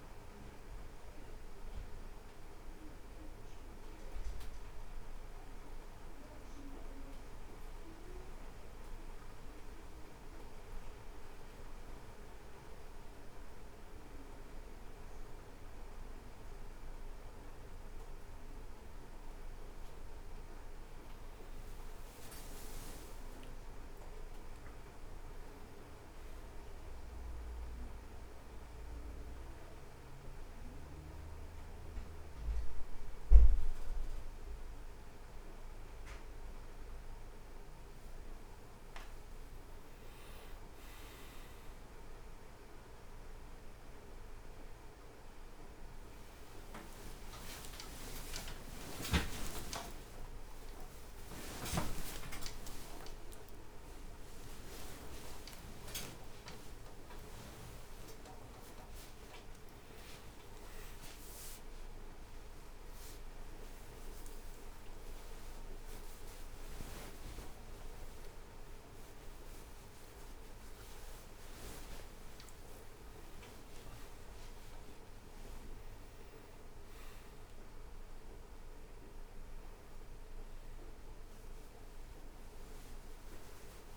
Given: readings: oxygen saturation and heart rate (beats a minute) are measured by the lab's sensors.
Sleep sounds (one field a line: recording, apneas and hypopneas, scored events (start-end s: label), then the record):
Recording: a person awake in a sleep study, by a room microphone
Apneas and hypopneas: none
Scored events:
20.00-83.97 s: new sleep stage, awake
49.00-53.00 s: tachycardia (device-marked, heart rate 69 before, 109 extreme)
71.00-75.00 s: tachycardia (device-marked, heart rate 69 before, 101 extreme)
From the record:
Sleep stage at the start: N1 (lightest sleep)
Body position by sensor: on the back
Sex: male